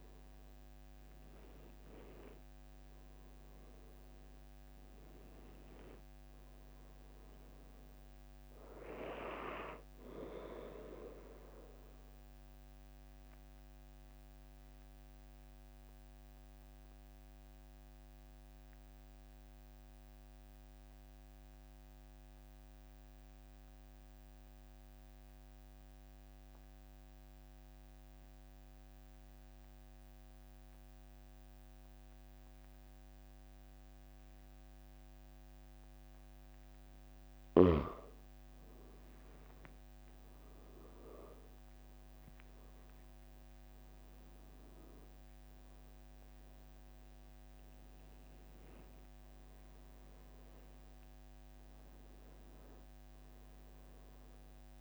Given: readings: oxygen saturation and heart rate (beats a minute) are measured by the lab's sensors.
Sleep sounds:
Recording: breathing in sleep by a microphone on the trachea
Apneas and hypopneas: 1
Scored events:
12.00-36.50 s: obstructive apnea (oxygen 96% before, 93% lowest, heart rate 46 before, 42 extreme, up 5 after)
39.00-43.00 s: arousal
From the record:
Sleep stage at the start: N2 (light sleep)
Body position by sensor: on the back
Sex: male

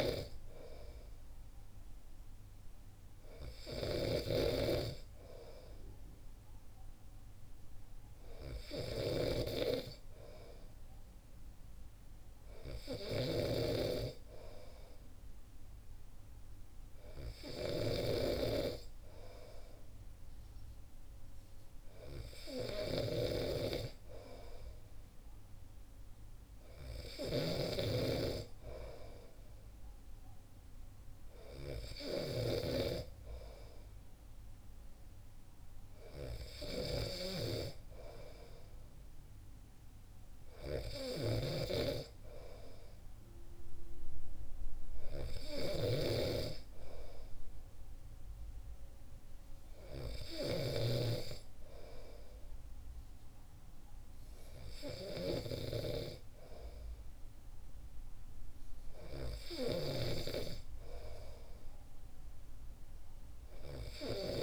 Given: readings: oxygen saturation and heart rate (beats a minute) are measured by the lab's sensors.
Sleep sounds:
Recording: breathing in sleep by a room microphone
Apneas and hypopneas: none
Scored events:
0.00-50.50 s: snoring (device-marked)
59.50-64.43 s: snoring (device-marked)
From the record:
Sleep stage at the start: N2 (light sleep)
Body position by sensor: on the back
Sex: male

